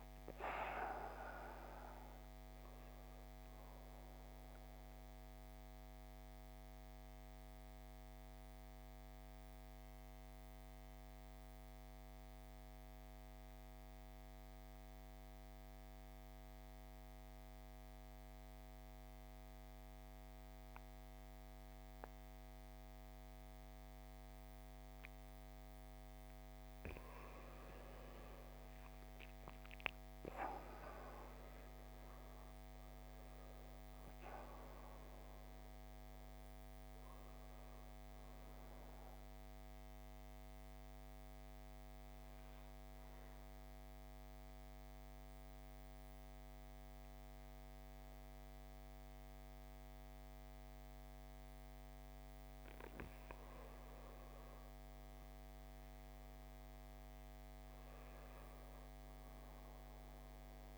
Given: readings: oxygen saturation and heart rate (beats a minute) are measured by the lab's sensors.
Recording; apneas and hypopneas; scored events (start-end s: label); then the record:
breathing in sleep by a microphone on the trachea; 2
0.00-23.50 s: oxygen desaturation (device-marked, oxygen 90% lowest, heart rate 48 extreme)
3.50-27.00 s: mixed apnea (oxygen 98% before, 89% lowest, heart rate 55 before, 48 extreme, up 17 after)
29.00-33.50 s: arousal
35.50-53.50 s: oxygen desaturation (device-marked, oxygen 98% before, 89% lowest, heart rate 55 before, 49 extreme)
40.00-52.50 s: central apnea (oxygen 98% before, 83% lowest, heart rate 58 before, 49 extreme, up 10 after)
55.00-59.50 s: arousal
From the record:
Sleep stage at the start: N2 (light sleep); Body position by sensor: on the back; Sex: male